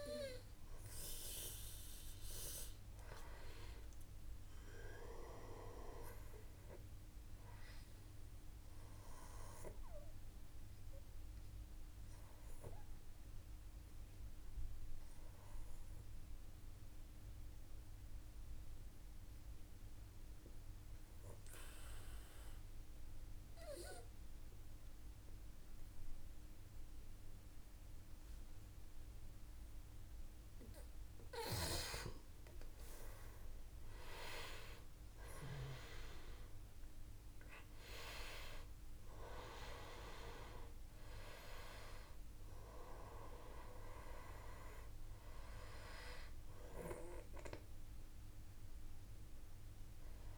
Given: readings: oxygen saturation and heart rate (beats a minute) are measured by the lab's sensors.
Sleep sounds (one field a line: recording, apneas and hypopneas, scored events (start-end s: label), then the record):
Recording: breathing in sleep by a room microphone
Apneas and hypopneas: 1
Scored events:
7.50-28.50 s: obstructive apnea (oxygen 96% before, 91% lowest, heart rate 56 before, 51 extreme, up 0 after)
32.00-36.00 s: arousal
35.50-50.38 s: oxygen desaturation (device-marked, oxygen 97% before, 91% lowest, heart rate 55 before, 51 extreme)
From the record:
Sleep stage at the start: N2 (light sleep)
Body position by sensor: on the back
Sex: male